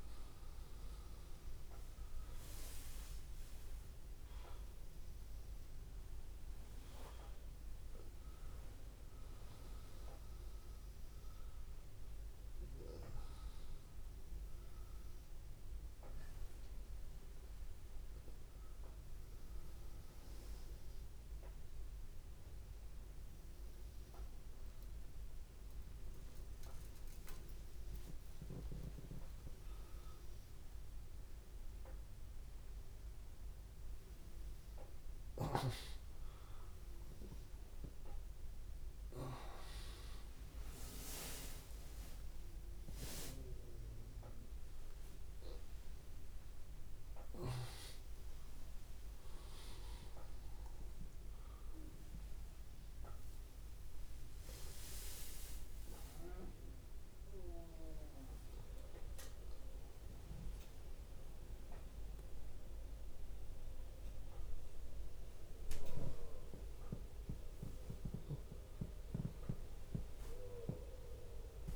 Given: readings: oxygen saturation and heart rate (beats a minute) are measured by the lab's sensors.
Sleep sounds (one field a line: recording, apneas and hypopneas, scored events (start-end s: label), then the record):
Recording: a person awake in a sleep study, by a room microphone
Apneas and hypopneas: none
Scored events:
4.00-6.00 s: long interval between heartbeats (device-marked, heart rate 93 before, 91 extreme)
8.00-10.00 s: long interval between heartbeats (device-marked, heart rate 92 before, 93 extreme)
14.50-16.50 s: long interval between heartbeats (device-marked, heart rate 91 before, 91 extreme)
21.00-23.00 s: long interval between heartbeats (device-marked, heart rate 91 before, 91 extreme)
27.00-29.00 s: long interval between heartbeats (device-marked, heart rate 91 before, 90 extreme)
30.50-32.50 s: long interval between heartbeats (device-marked, heart rate 91 before, 93 extreme)
34.00-36.00 s: long interval between heartbeats (device-marked, heart rate 92 before, 93 extreme)
39.00-41.00 s: long interval between heartbeats (device-marked, heart rate 92 before, 90 extreme)
42.50-44.50 s: long interval between heartbeats (device-marked, heart rate 93 before, 92 extreme)
46.00-48.00 s: long interval between heartbeats (device-marked, heart rate 93 before, 93 extreme)
62.50-64.50 s: long interval between heartbeats (device-marked, heart rate 92 before, 93 extreme)
67.00-69.00 s: long interval between heartbeats (device-marked, heart rate 92 before, 93 extreme)
From the record:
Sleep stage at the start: awake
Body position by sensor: on the back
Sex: male